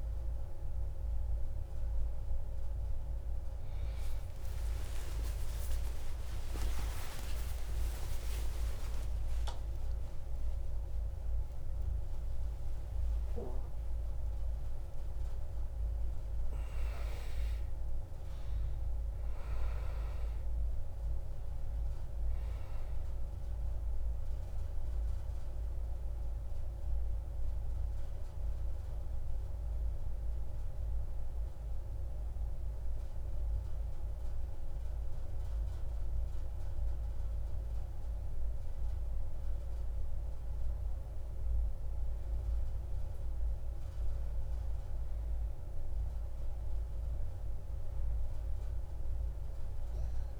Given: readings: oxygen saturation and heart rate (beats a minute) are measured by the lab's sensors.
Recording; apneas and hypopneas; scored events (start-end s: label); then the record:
breathing in sleep by a room microphone; none
6.00-12.50 s: arousal
From the record:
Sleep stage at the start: N1 (lightest sleep); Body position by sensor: on the back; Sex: male